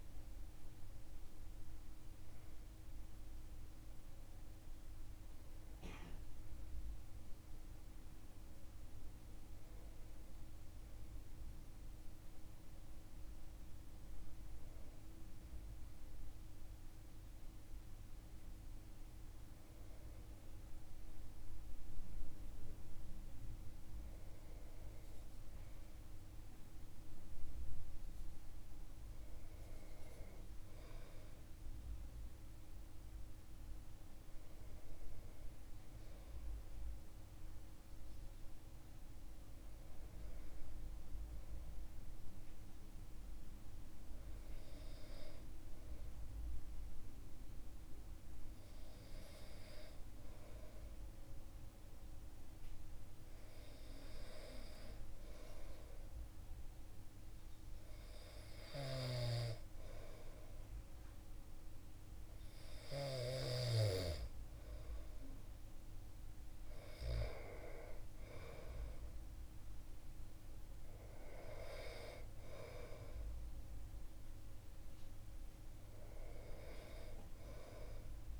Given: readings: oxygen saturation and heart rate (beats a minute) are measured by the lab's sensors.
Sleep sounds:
breathing in sleep by a room microphone; 1
39.50-64.00 s: hypopnea (oxygen 97% before, 95% lowest)
67.00-71.50 s: arousal
From the record:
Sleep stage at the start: N2 (light sleep); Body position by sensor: on the back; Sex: male

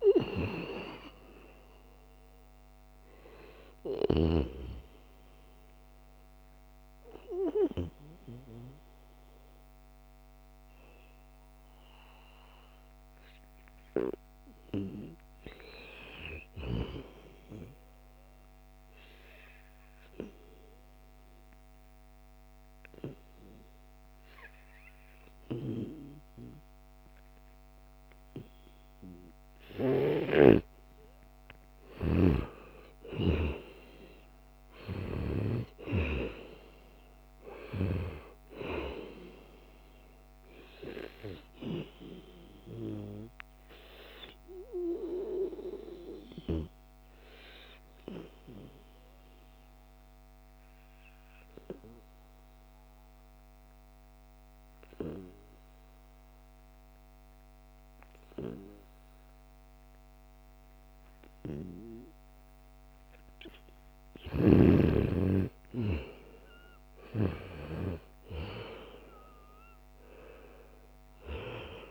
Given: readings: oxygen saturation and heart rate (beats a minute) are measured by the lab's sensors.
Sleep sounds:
breathing in sleep by a microphone on the trachea; 3
0.00-9.50 s: oxygen desaturation (device-marked, oxygen 92% lowest, heart rate 76 extreme)
1.00-3.00 s: long interval between heartbeats (device-marked, heart rate 79 before, 89 extreme)
5.00-15.00 s: obstructive apnea (oxygen 96% before, 90% lowest, heart rate 81 before, 76 extreme, up 6 after)
16.00-19.00 s: arousal
20.00-30.00 s: obstructive apnea (oxygen 96% before, 90% lowest, heart rate 82 before, 78 extreme, up 0 after)
32.00-37.00 s: arousal
38.50-54.50 s: oxygen desaturation (device-marked, oxygen 94% before, 90% lowest, heart rate 80 before, 73 extreme)
42.50-63.50 s: obstructive apnea (oxygen 96% before, 90% lowest, heart rate 80 before, 73 extreme, up 13 after)
64.50-68.00 s: arousal
65.50-71.91 s: oxygen desaturation (device-marked, oxygen 96% before, 90% lowest, heart rate 77 before, 75 extreme)
69.00-71.00 s: long interval between heartbeats (device-marked, heart rate 76 before, 84 extreme)
From the record:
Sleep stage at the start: N2 (light sleep); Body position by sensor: on the back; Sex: male

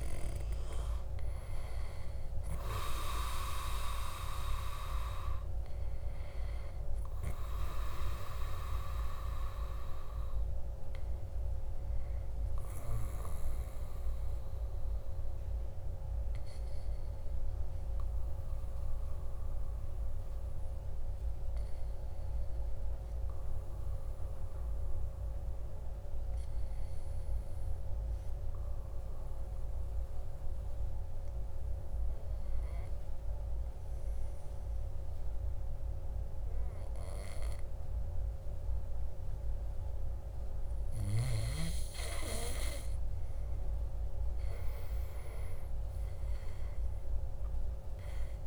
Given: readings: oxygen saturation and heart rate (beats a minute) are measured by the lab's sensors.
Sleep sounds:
breathing in sleep by a room microphone; 1
0.00-1.00 s: arousal
15.00-42.50 s: obstructive apnea (oxygen 98% before, 94% lowest, heart rate 56 before, 53 extreme, up 9 after)
42.00-48.46 s: oxygen desaturation (device-marked, oxygen 99% before, 94% lowest, heart rate 55 before, 53 extreme)
45.50-48.46 s: arousal
From the record:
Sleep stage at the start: N2 (light sleep); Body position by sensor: on the back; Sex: male

